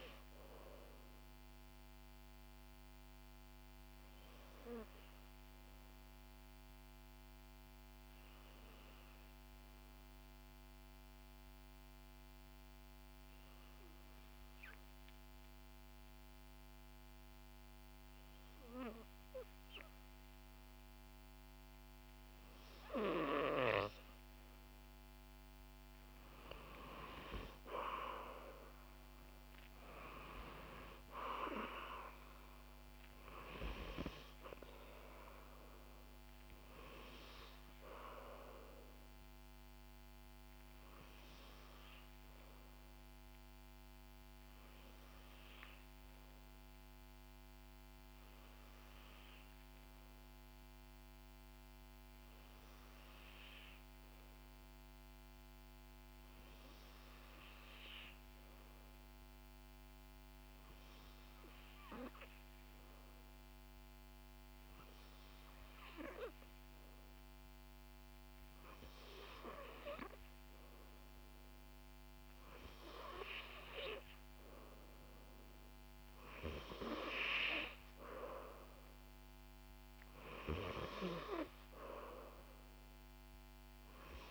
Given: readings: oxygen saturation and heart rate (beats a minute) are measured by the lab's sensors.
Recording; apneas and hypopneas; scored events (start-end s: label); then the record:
breathing in sleep by a microphone on the trachea; 2
0.00-11.00 s: oxygen desaturation (device-marked, oxygen 91% lowest, heart rate 61 extreme)
5.00-23.50 s: obstructive apnea (oxygen 95% before, 91% lowest, heart rate 67 before, 61 extreme, up 5 after)
25.00-52.00 s: oxygen desaturation (device-marked, oxygen 96% before, 91% lowest, heart rate 63 before, 61 extreme)
27.00-32.50 s: arousal
44.00-71.00 s: hypopnea (oxygen 96% before, 91% lowest, heart rate 65 before, 62 extreme)
73.00-77.50 s: arousal
From the record:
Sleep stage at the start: N2 (light sleep); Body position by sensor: on the back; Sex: female